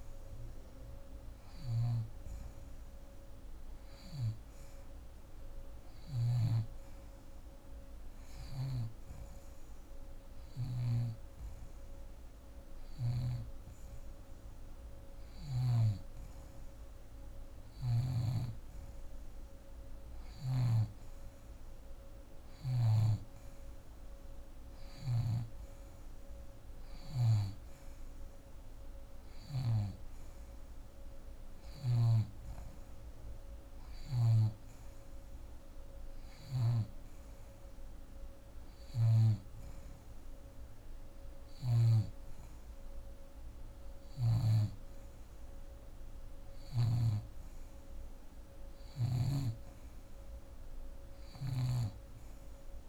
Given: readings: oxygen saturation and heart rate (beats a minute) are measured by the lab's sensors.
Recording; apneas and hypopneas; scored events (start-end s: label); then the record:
breathing in sleep by a room microphone; none
1.00-6.00 s: snoring (device-marked)
8.00-13.00 s: snoring (device-marked)
20.00-29.50 s: snoring (device-marked)
31.50-36.50 s: snoring (device-marked)
51.00-52.89 s: snoring (device-marked)
From the record:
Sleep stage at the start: N2 (light sleep); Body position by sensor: on the back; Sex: female